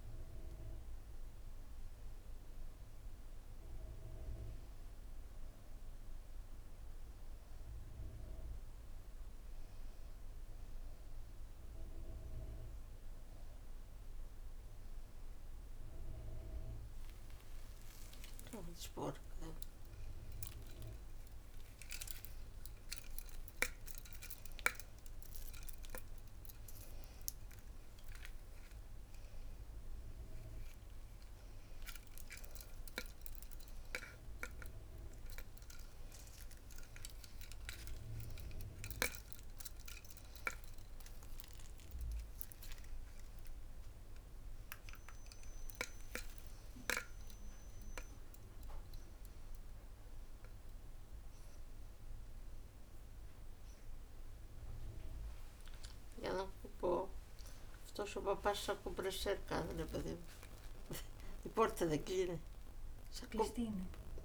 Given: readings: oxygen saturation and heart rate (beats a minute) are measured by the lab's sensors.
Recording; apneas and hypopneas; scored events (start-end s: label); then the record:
a person awake in a sleep study, by a room microphone; none
none scored
From the record:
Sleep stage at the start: awake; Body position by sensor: on the back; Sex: female